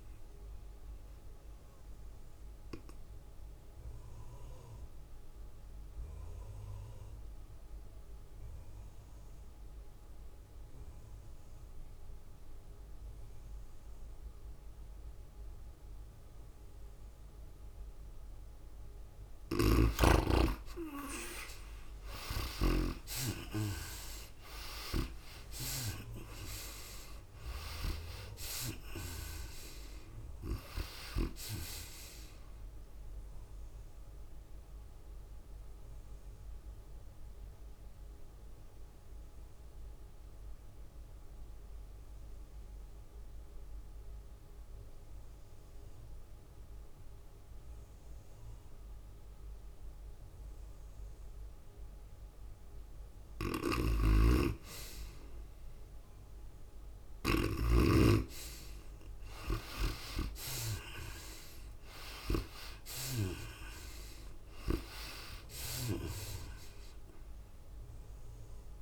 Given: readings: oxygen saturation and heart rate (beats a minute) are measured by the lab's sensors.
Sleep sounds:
breathing in sleep by a room microphone; 2
0.00-6.50 s: oxygen desaturation (device-marked, oxygen 73% lowest, heart rate 97 extreme)
0.00-8.50 s: drop in pulse transit time (device-marked, heart rate 103 extreme)
0.00-8.50 s: tachycardia (device-marked, heart rate 108 extreme)
2.50-19.50 s: obstructive apnea (oxygen 95% before, 81% lowest, heart rate 102 before, 97 extreme, up 6 after)
19.50-39.50 s: oxygen desaturation (device-marked, oxygen 98% before, 81% lowest, heart rate 102 before, 93 extreme)
22.00-26.00 s: arousal
22.50-41.50 s: tachycardia (device-marked, heart rate 96 before, 106 extreme)
25.50-38.50 s: drop in pulse transit time (device-marked, heart rate 100 before, 101 extreme)
35.00-53.50 s: obstructive apnea (oxygen 98% before, 81% lowest, heart rate 101 before, 93 extreme, up 5 after)
48.50-68.82 s: oxygen desaturation (device-marked, oxygen 97% before, 81% lowest, heart rate 103 before, 93 extreme)
54.50-58.50 s: snoring (device-marked)
56.50-60.00 s: arousal
60.50-68.82 s: tachycardia (device-marked, heart rate 97 before, 105 extreme)
61.50-68.82 s: drop in pulse transit time (device-marked, heart rate 97 before, 99 extreme)
From the record:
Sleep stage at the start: N2 (light sleep); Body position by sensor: on the right side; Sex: female

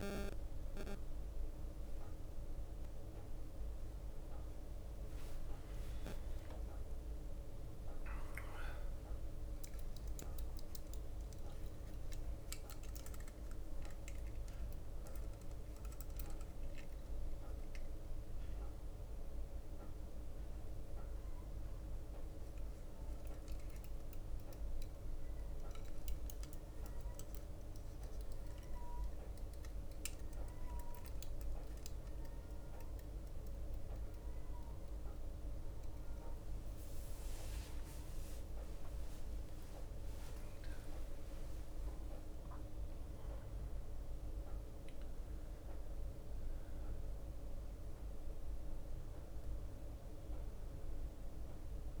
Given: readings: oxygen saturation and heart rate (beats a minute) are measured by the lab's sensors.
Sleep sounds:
breathing in sleep, hard to hear, by a room microphone; 1
0.00-5.50 s: arousal
0.00-31.50 s: bradycardia (device-marked, heart rate 25 extreme)
1.50-10.50 s: drop in pulse transit time (device-marked, heart rate 46 before, 45 extreme)
17.00-33.00 s: hypopnea (oxygen 93% before, 90% lowest)
36.50-41.50 s: arousal
39.50-52.00 s: bradycardia (device-marked)
From the record:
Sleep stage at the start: N1 (lightest sleep); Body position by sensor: on the back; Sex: male

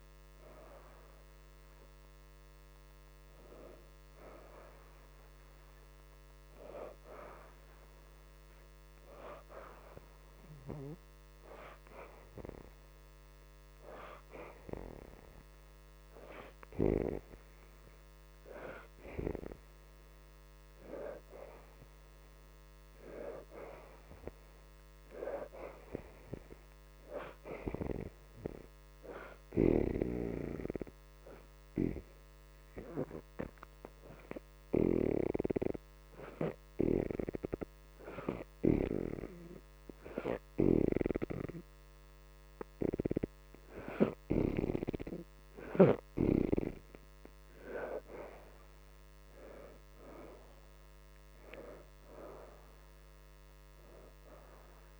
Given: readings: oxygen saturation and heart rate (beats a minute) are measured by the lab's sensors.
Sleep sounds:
breathing in sleep by a microphone on the trachea; 2
0.00-20.00 s: oxygen desaturation (device-marked, oxygen 75% before, 60% lowest, heart rate 82 before, 74 extreme)
9.00-20.50 s: hypopnea (oxygen 79% before, 60% lowest, heart rate 82 before, 76 extreme, up 5 after)
22.50-26.00 s: arousal
29.50-43.50 s: hypopnea (oxygen 84% before, 65% lowest, heart rate 77 before, 79 extreme, up 6 after)
30.00-44.00 s: oxygen desaturation (device-marked, oxygen 84% before, 70% lowest, heart rate 77 before, 79 extreme)
48.00-53.00 s: arousal
49.00-55.00 s: oxygen desaturation (device-marked, oxygen 78% before, 65% lowest, heart rate 81 before, 78 extreme)
From the record:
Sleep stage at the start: N2 (light sleep); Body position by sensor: upright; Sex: female

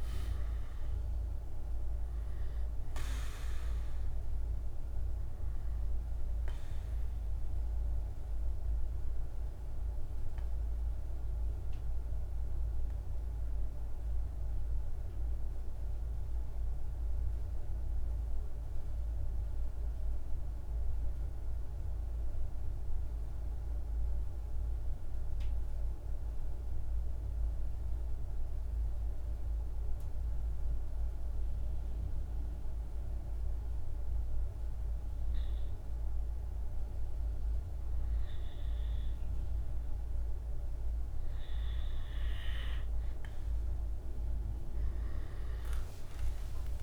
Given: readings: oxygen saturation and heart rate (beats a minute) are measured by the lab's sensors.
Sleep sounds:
breathing in sleep, hard to hear, by a room microphone; 1
0.00-19.00 s: oxygen desaturation (device-marked, oxygen 89% lowest, heart rate 47 extreme)
8.00-42.50 s: mixed apnea (oxygen 98% before, 89% lowest, heart rate 54 before, 47 extreme, up 15 after)
36.00-46.83 s: oxygen desaturation (device-marked, oxygen 100% before, 89% lowest, heart rate 48 before, 46 extreme)
45.00-46.83 s: arousal
From the record:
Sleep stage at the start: N2 (light sleep); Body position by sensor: on the back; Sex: male

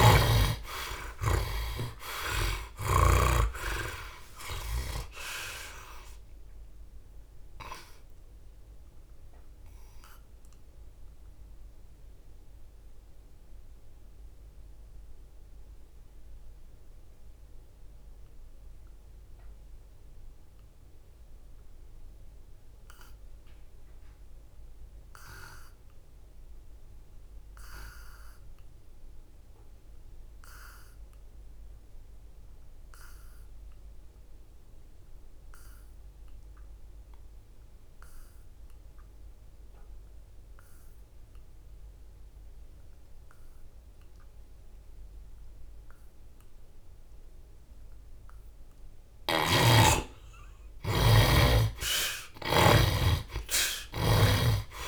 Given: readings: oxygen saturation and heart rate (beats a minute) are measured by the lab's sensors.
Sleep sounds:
breathing in sleep by a room microphone; 1
0.00-2.50 s: arousal
0.00-4.50 s: snoring (device-marked)
0.00-19.00 s: oxygen desaturation (device-marked, oxygen 61% lowest, heart rate 61 extreme)
6.50-47.00 s: mixed apnea (oxygen 81% before, 61% lowest, heart rate 80 before, 61 extreme, up 18 after)
33.00-54.88 s: oxygen desaturation (device-marked, oxygen 92% before, 62% lowest, heart rate 66 before, 64 extreme)
50.50-54.50 s: arousal
From the record:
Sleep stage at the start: N2 (light sleep); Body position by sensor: on the back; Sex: male

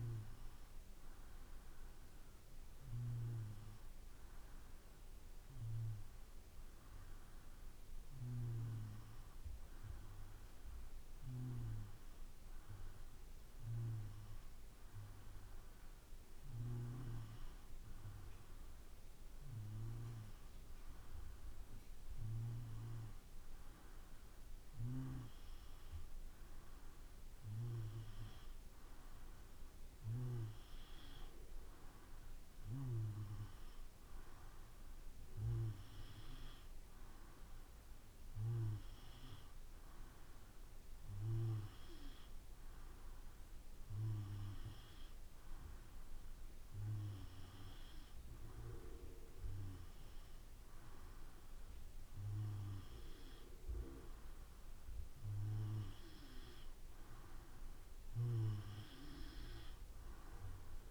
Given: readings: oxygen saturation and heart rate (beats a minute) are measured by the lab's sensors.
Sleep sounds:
breathing in sleep by a room microphone; none
none scored
From the record:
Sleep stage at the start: N2 (light sleep); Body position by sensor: on the back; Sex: male

